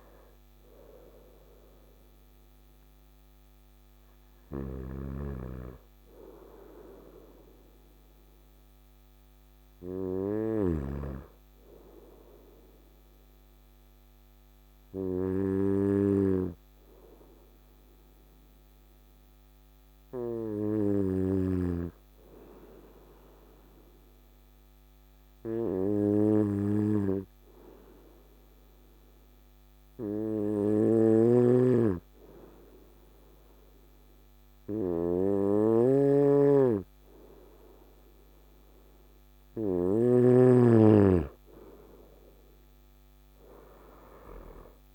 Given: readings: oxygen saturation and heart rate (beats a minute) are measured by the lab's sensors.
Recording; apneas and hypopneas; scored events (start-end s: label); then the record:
breathing in sleep by a microphone on the trachea; 1
4.50-10.50 s: snoring (device-marked)
13.00-39.50 s: hypopnea (oxygen 95% before, 94% lowest, heart rate 63 before, 55 extreme, up 11 after)
30.50-39.50 s: snoring (device-marked)
42.00-44.94 s: arousal
From the record:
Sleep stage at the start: N2 (light sleep); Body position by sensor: on the right side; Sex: male